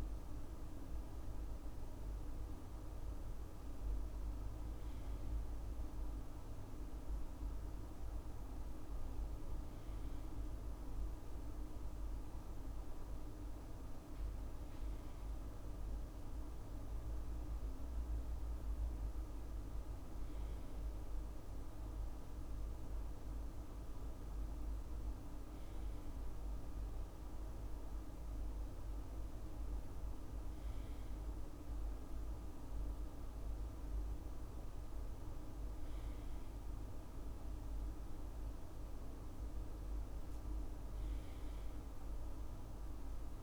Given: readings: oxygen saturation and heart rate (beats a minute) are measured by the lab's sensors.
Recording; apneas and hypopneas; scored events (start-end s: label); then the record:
breathing in sleep, hard to hear, by a room microphone; none
none scored
From the record:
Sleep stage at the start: N2 (light sleep); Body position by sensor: on the left side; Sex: male